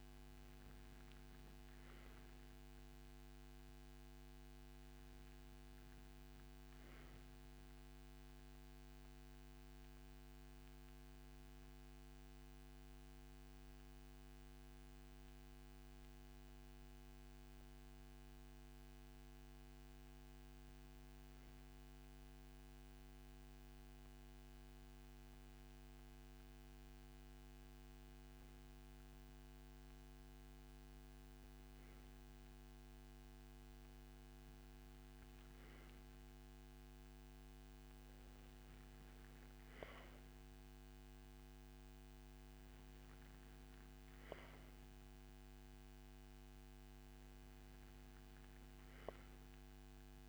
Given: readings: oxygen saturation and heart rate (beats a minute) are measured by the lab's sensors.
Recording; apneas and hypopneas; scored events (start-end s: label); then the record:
breathing in sleep, hard to hear, by a microphone on the trachea; 1
2.50-6.50 s: arousal
9.50-25.50 s: hypopnea (oxygen 97% before, 95% lowest, heart rate 81 before, 77 extreme, up 2 after)
27.50-31.00 s: arousal
From the record:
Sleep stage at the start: N2 (light sleep); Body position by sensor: on the right side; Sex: male